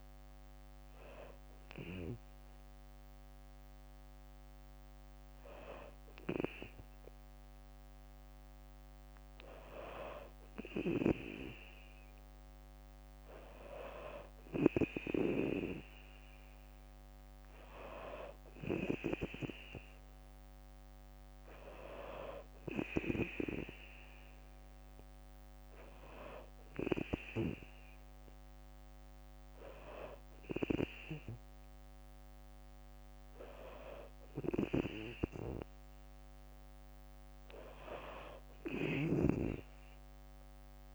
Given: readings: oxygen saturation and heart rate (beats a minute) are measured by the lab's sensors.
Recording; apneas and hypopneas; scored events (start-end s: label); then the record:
breathing in sleep by a microphone on the trachea; none
none scored
From the record:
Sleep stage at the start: N2 (light sleep); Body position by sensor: on the back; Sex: female